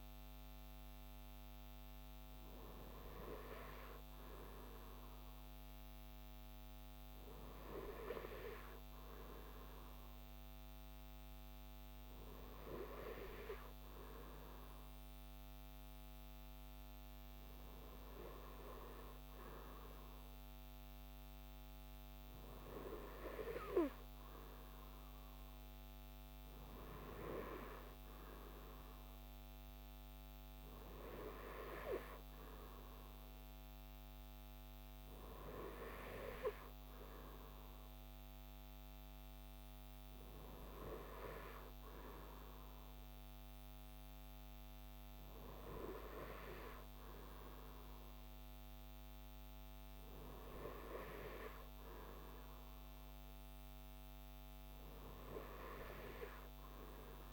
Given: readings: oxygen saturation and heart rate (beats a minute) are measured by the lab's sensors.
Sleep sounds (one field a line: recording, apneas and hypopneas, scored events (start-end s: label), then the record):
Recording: breathing in sleep by a microphone on the trachea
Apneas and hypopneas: none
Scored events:
none scored
From the record:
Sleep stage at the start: N2 (light sleep)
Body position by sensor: on the right side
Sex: male